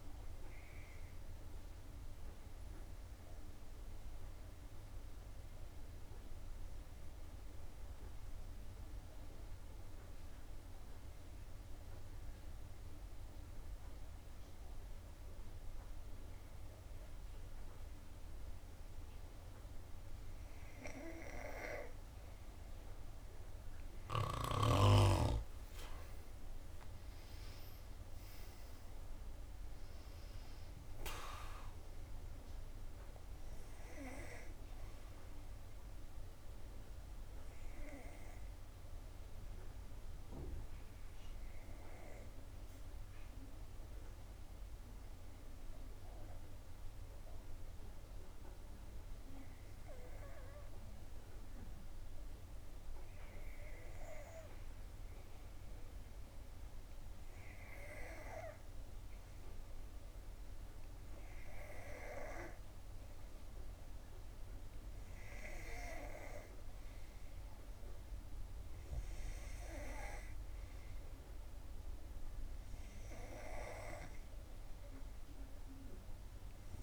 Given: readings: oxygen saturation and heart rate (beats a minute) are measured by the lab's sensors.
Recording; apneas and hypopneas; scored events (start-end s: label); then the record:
breathing in sleep by a room microphone; 2
0.00-4.00 s: oxygen desaturation (device-marked, oxygen 91% lowest, heart rate 60 extreme)
1.50-20.00 s: obstructive apnea (oxygen 95% before, 91% lowest, heart rate 69 before, 60 extreme, up 6 after)
22.00-45.00 s: oxygen desaturation (device-marked, oxygen 96% before, 91% lowest, heart rate 63 before, 64 extreme)
24.00-29.00 s: arousal
40.50-55.50 s: obstructive apnea (oxygen 96% before, 91% lowest, heart rate 69 before, 64 extreme, up 1 after)
57.50-61.50 s: arousal
63.00-76.83 s: oxygen desaturation (device-marked, oxygen 95% before, 91% lowest, heart rate 65 before, 62 extreme)
From the record:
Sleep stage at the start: N2 (light sleep); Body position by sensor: on the back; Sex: female